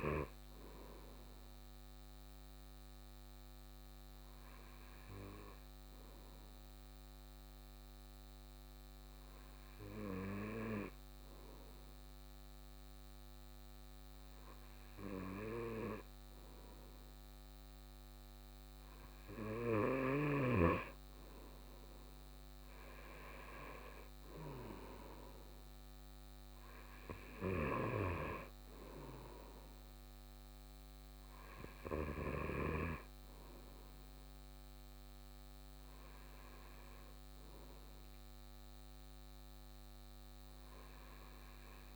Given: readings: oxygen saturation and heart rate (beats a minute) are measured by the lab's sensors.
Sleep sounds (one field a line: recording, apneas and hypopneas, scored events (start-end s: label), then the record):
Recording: breathing in sleep by a microphone on the trachea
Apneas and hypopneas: none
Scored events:
none scored
From the record:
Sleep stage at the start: N2 (light sleep)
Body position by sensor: on the right side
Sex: male